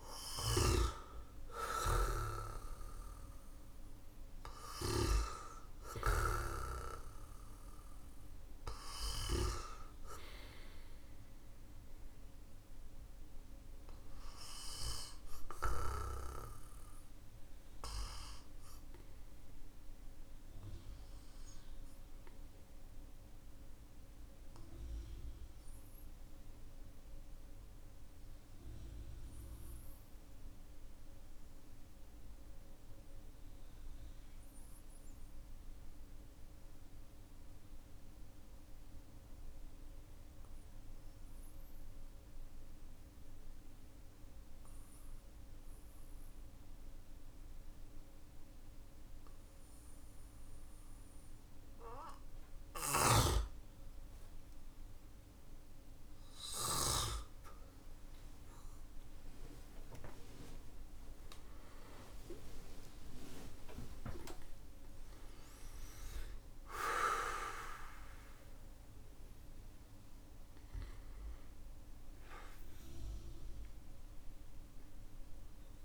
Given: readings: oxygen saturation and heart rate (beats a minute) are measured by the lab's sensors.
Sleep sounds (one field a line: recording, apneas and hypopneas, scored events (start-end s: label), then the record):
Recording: breathing in sleep by a room microphone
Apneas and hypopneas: 1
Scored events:
0.00-9.00 s: snoring (device-marked)
8.50-35.50 s: oxygen desaturation (device-marked, oxygen 95% before, 92% lowest, heart rate 57 before, 44 extreme)
24.50-57.50 s: obstructive apnea (oxygen 95% before, 92% lowest, heart rate 48 before, 49 extreme, up 34 after)
50.50-75.85 s: new sleep stage, N1 (lightest sleep)
52.50-56.50 s: snoring (device-marked)
53.50-69.50 s: oxygen desaturation (device-marked, oxygen 99% before, 94% lowest, heart rate 55 before, 45 extreme)
59.00-64.50 s: arousal
From the record:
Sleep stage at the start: N2 (light sleep)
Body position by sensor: on the back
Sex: male